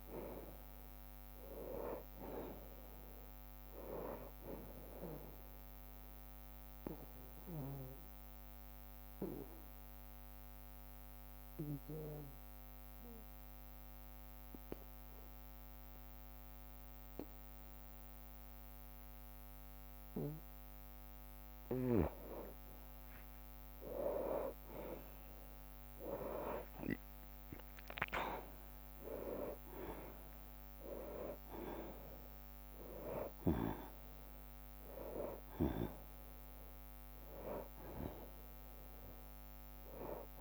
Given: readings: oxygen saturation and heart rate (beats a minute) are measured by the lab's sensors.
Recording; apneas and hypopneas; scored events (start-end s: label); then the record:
breathing in sleep by a microphone on the trachea; 1
0.50-2.50 s: long interval between heartbeats (device-marked, heart rate 60 before, 71 extreme)
3.50-17.50 s: oxygen desaturation (device-marked, oxygen 98% before, 92% lowest, heart rate 62 before, 57 extreme)
5.50-7.50 s: bradycardia (device-marked, heart rate 73 before, 68 extreme)
5.50-21.50 s: obstructive apnea (oxygen 98% before, 90% lowest, heart rate 64 before, 64 extreme)
9.50-16.50 s: drop in pulse transit time (device-marked, heart rate 65 before, 57 extreme)
15.00-17.00 s: long interval between heartbeats (device-marked, heart rate 66 before, 72 extreme)
18.50-33.50 s: tachycardia (device-marked, heart rate 74 before, 156 extreme)
20.00-22.00 s: long interval between heartbeats (device-marked, heart rate 70 before, 87 extreme)
23.00-26.00 s: arousal
23.50-40.41 s: drop in pulse transit time (device-marked, heart rate 75 before, 67 extreme)
24.50-26.50 s: long interval between heartbeats (device-marked, heart rate 77 before, 124 extreme)
27.00-29.00 s: long interval between heartbeats (device-marked, heart rate 82 before, 149 extreme)
28.50-40.41 s: oxygen desaturation (device-marked, oxygen 96% before, 90% lowest, heart rate 91 before, 56 extreme)
31.00-33.00 s: long interval between heartbeats (device-marked, heart rate 98 before, 130 extreme)
33.00-35.00 s: long interval between heartbeats (device-marked, heart rate 105 before, 119 extreme)
From the record:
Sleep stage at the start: N2 (light sleep); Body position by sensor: on the back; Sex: male